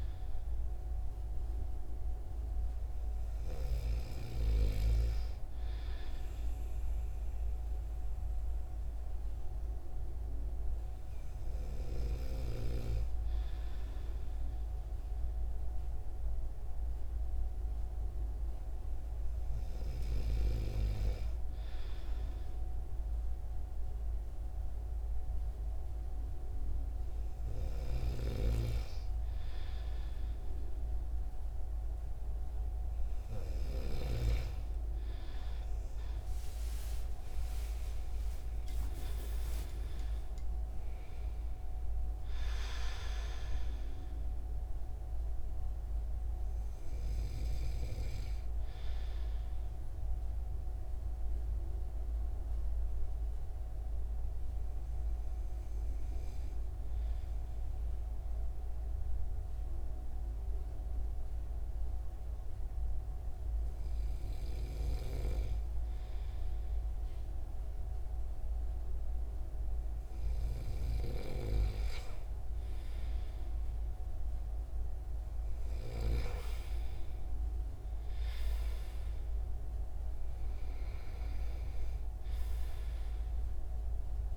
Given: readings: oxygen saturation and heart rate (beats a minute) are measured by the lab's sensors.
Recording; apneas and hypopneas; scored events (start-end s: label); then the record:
breathing in sleep by a room microphone; 1
0.00-4.00 s: snoring (device-marked)
35.50-40.00 s: arousal
49.50-65.00 s: hypopnea (oxygen 95% before, 92% lowest, heart rate 76 before, 76 extreme, up 3 after)
67.00-70.50 s: arousal
79.50-84.36 s: oxygen desaturation (device-marked, oxygen 96% before, 92% lowest, heart rate 79 before, 75 extreme)
From the record:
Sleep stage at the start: N2 (light sleep); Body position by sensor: on the right side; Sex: male